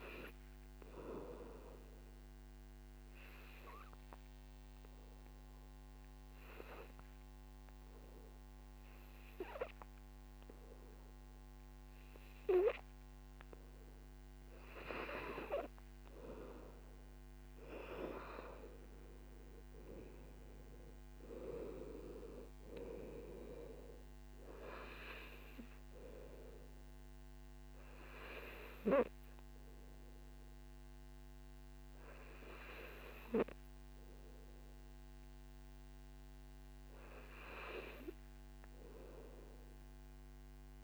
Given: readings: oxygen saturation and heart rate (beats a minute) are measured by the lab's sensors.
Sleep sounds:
breathing in sleep by a microphone on the trachea; 1
2.00-13.50 s: obstructive apnea (oxygen 96% before, 92% lowest, heart rate 56 before, 48 extreme, up 5 after)
19.00-31.00 s: oxygen desaturation (device-marked, oxygen 97% before, 93% lowest, heart rate 59 before, 48 extreme)
19.50-23.00 s: arousal
From the record:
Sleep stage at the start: N2 (light sleep); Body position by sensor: on the back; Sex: male

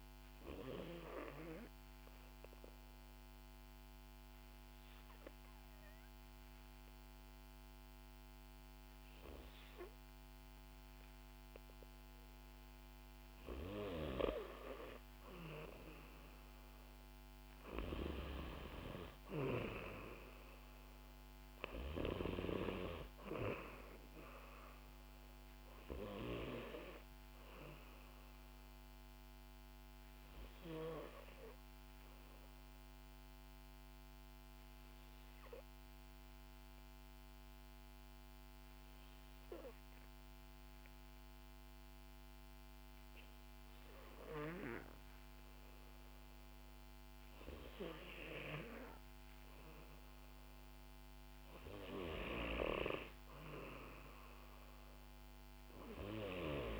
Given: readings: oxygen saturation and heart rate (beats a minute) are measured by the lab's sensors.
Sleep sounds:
breathing in sleep by a microphone on the trachea; 2
1.00-14.00 s: obstructive apnea (oxygen 94% before, 91% lowest, heart rate 63 before, 57 extreme, up 3 after)
18.50-22.00 s: arousal
31.00-48.00 s: obstructive apnea (oxygen 94% before, 91% lowest, heart rate 62 before, 58 extreme, up 3 after)
50.00-53.50 s: arousal
From the record:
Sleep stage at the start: N2 (light sleep); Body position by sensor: on the back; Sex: female

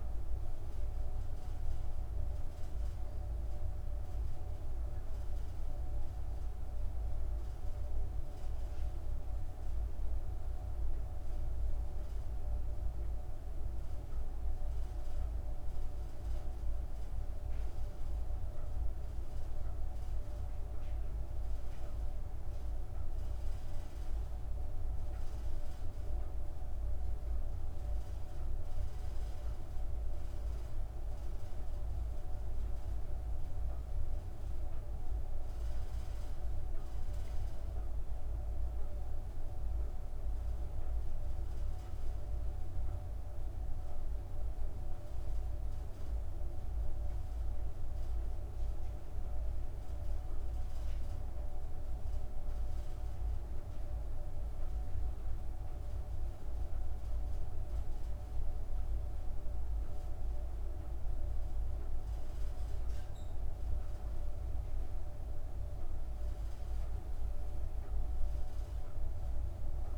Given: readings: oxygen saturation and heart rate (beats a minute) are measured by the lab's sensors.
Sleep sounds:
breathing in sleep, hard to hear, by a room microphone; 1
0.00-11.50 s: oxygen desaturation (device-marked, oxygen 94% lowest, heart rate 27 extreme)
17.50-31.50 s: hypopnea (oxygen 97% before, 94% lowest)
36.00-40.00 s: arousal
51.50-69.98 s: new sleep stage, N1 (lightest sleep)
64.50-69.98 s: arousal
From the record:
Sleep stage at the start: N2 (light sleep); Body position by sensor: on the back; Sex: female

